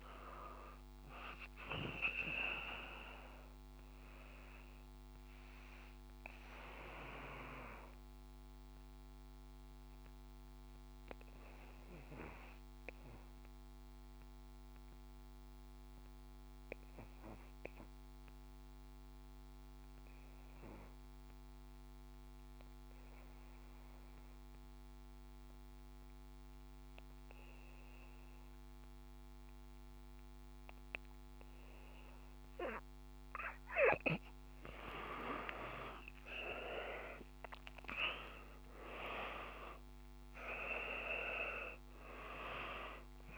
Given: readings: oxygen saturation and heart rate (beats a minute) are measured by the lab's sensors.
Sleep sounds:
breathing in sleep by a microphone on the trachea; 1
0.00-10.50 s: oxygen desaturation (device-marked, oxygen 89% lowest, heart rate 53 extreme)
4.50-31.00 s: obstructive apnea (oxygen 97% before, 89% lowest, heart rate 60 before, 53 extreme, up 5 after)
29.50-43.38 s: oxygen desaturation (device-marked, oxygen 97% before, 89% lowest, heart rate 57 before, 54 extreme)
35.00-39.00 s: arousal
From the record:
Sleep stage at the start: N2 (light sleep); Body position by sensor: on the back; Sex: male

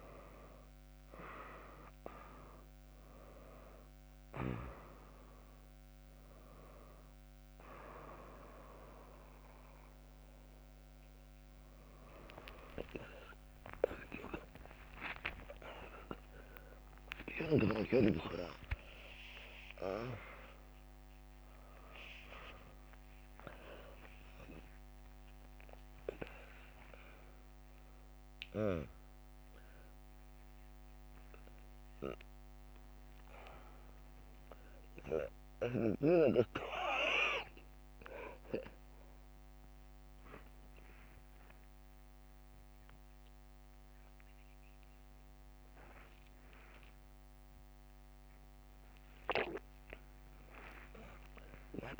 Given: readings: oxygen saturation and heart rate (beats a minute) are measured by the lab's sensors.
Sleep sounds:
a person awake in a sleep study, by a microphone on the trachea; none
11.00-21.00 s: drop in pulse transit time (device-marked, heart rate 84 before, 87 extreme)
13.00-15.00 s: long interval between heartbeats (device-marked, heart rate 84 before, 97 extreme)
18.00-24.00 s: tachycardia (device-marked, heart rate 84 before, 106 extreme)
21.00-23.00 s: long interval between heartbeats (device-marked, heart rate 88 before, 103 extreme)
45.00-52.00 s: drop in pulse transit time (device-marked, heart rate 100 before, 89 extreme)
From the record:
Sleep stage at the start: awake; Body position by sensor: upright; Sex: female

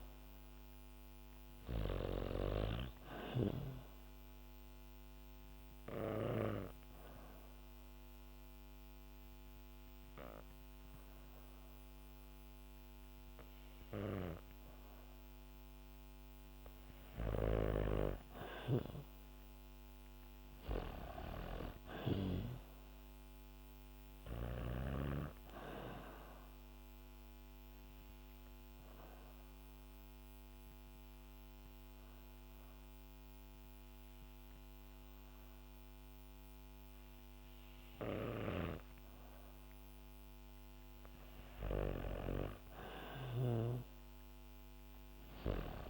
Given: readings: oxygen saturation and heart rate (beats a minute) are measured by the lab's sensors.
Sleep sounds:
breathing in sleep by a microphone on the trachea; 2
4.50-15.50 s: hypopnea (oxygen 97% before, 94% lowest, heart rate 68 before, 64 extreme, up 4 after)
17.50-21.00 s: arousal
25.50-39.50 s: hypopnea (oxygen 97% before, 94% lowest, heart rate 66 before, 64 extreme, up 4 after)
41.00-45.00 s: arousal
42.50-45.90 s: snoring (device-marked)
From the record:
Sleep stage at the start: N2 (light sleep); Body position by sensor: on the back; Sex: female

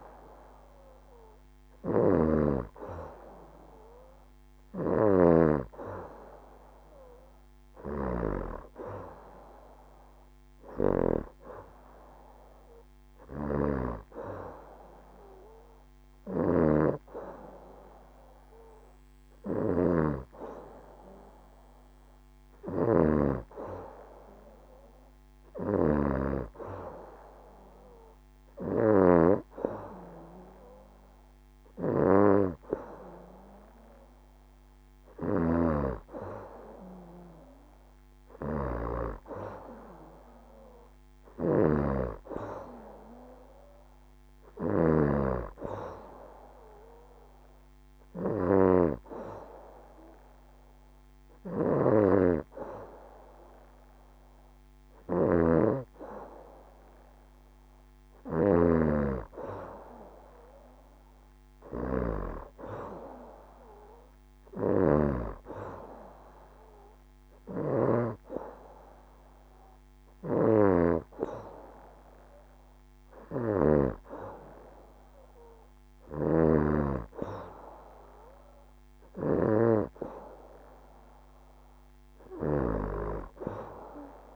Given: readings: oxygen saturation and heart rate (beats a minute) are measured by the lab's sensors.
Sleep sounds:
breathing in sleep by a microphone on the trachea; none
0.00-38.50 s: snoring (device-marked)
40.50-67.50 s: snoring (device-marked)
69.50-73.50 s: snoring (device-marked)
75.50-84.35 s: snoring (device-marked)
From the record:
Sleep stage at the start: N2 (light sleep); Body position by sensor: on the back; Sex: female

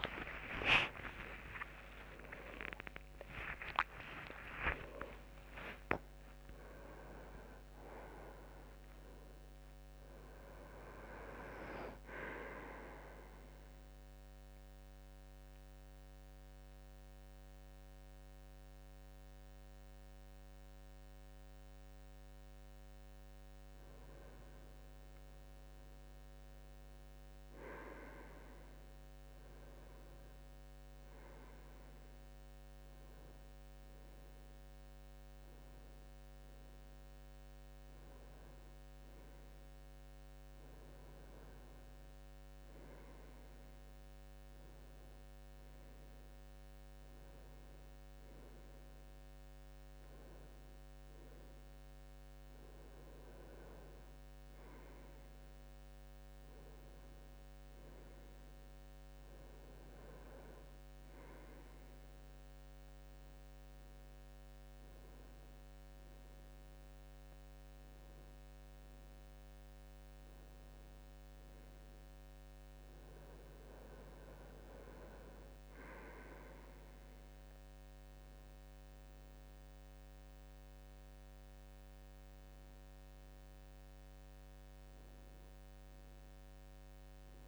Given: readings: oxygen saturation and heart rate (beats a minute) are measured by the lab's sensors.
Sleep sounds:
a person partly awake in a sleep study, by a microphone on the trachea; none
8.00-68.00 s: new sleep stage, N1 (lightest sleep)
37.00-44.00 s: oxygen desaturation (device-marked, oxygen 98% before, 94% lowest, heart rate 78 before, 79 extreme)
68.00-87.47 s: new sleep stage, N2 (light sleep)
From the record:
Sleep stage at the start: awake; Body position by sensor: on the back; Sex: male

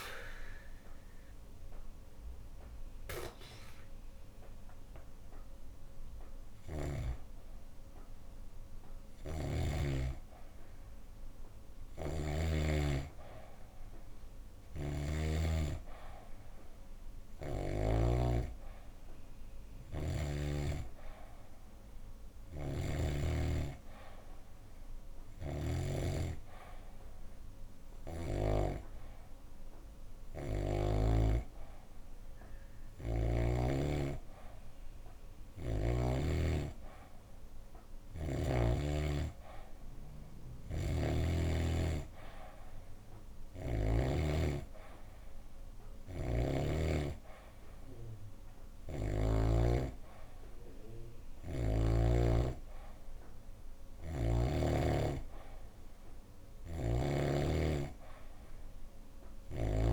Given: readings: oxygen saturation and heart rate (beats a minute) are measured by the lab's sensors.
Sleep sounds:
breathing in sleep by a room microphone; none
0.00-5.00 s: arousal
11.50-15.00 s: snoring (device-marked)
22.00-28.50 s: snoring (device-marked)
40.50-44.00 s: snoring (device-marked)
53.50-57.00 s: snoring (device-marked)
From the record:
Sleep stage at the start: N2 (light sleep); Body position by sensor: on the back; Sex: female

